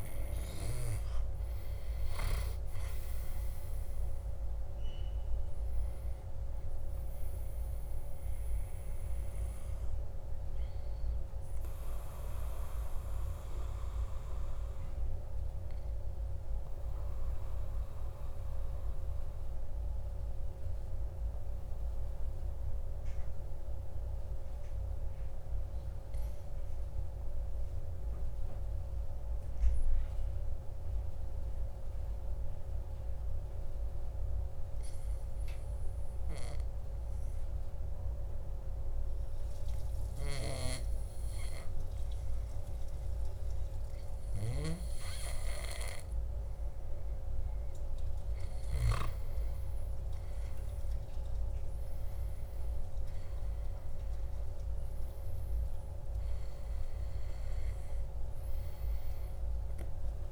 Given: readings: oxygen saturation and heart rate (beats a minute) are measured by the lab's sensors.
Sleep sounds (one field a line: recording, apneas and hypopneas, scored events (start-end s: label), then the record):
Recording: breathing in sleep, hard to hear, by a room microphone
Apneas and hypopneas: 1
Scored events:
13.00-46.00 s: obstructive apnea (oxygen 99% before, 95% lowest, heart rate 56 before, 52 extreme, up 6 after)
49.00-60.32 s: oxygen desaturation (device-marked, oxygen 99% before, 95% lowest, heart rate 54 before, 52 extreme)
51.00-55.00 s: arousal
From the record:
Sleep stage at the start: N2 (light sleep)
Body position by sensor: on the back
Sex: male